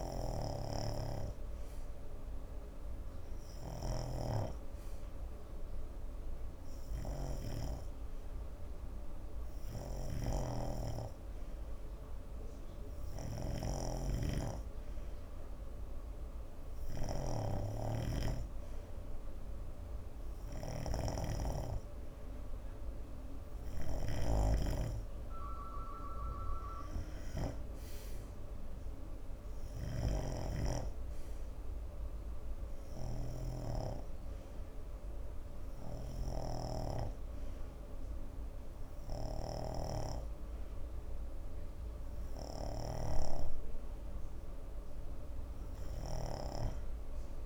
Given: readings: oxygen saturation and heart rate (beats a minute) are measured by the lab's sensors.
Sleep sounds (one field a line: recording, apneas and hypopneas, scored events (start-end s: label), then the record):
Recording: breathing in sleep by a room microphone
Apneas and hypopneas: none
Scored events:
0.00-47.46 s: snoring (device-marked)
From the record:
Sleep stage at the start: N2 (light sleep)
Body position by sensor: on the right side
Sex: male